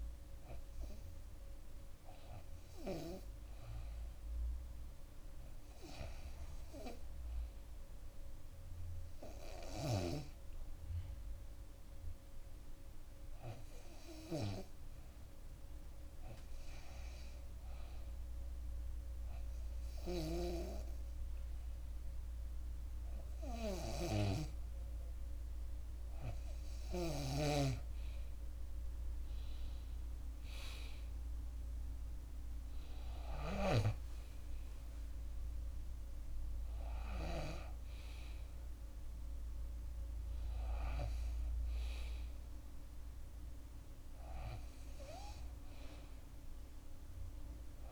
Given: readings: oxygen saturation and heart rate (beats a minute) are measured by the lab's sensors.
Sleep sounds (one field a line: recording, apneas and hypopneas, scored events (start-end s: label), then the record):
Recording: breathing in sleep by a room microphone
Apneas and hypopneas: 1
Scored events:
6.50-17.00 s: hypopnea (oxygen 96% before, 92% lowest, heart rate 62 before, 64 extreme, up 5 after)
7.50-16.50 s: oxygen desaturation (device-marked, oxygen 96% before, 93% lowest, heart rate 61 before, 65 extreme)
23.00-27.50 s: arousal
29.50-47.92 s: new sleep stage, N2 (light sleep)
35.50-46.50 s: oxygen desaturation (device-marked, oxygen 95% before, 92% lowest, heart rate 67 before, 59 extreme)
From the record:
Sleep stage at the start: REM sleep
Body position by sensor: on the back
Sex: female